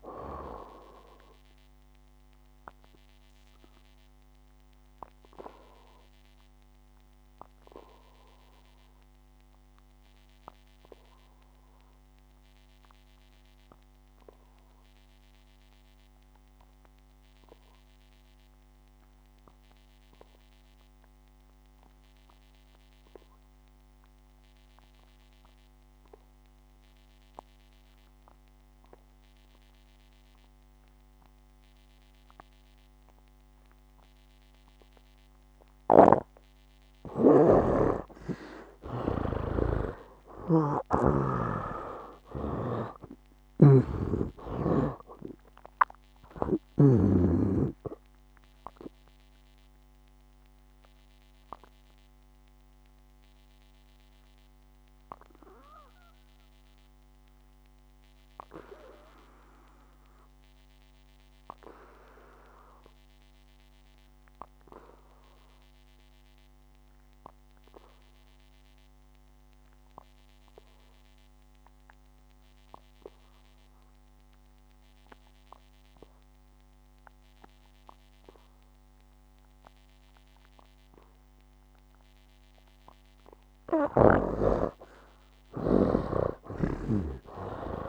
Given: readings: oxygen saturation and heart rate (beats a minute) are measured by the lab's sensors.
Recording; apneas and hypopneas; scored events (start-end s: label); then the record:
breathing in sleep by a microphone on the trachea; 2
0.00-23.50 s: oxygen desaturation (device-marked, oxygen 69% lowest, heart rate 57 extreme)
2.00-36.00 s: obstructive apnea (oxygen 96% before, 69% lowest, heart rate 67 before, 57 extreme, up 17 after)
28.50-74.50 s: oxygen desaturation (device-marked, oxygen 98% before, 70% lowest, heart rate 59 before, 58 extreme)
36.00-47.00 s: snoring (device-marked)
41.00-44.00 s: arousal
49.50-83.50 s: obstructive apnea (oxygen 98% before, 70% lowest, heart rate 68 before, 58 extreme, up 16 after)
76.50-87.89 s: oxygen desaturation (device-marked, oxygen 98% before, 71% lowest, heart rate 60 before, 59 extreme)
From the record:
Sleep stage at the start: N2 (light sleep); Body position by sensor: on the back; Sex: male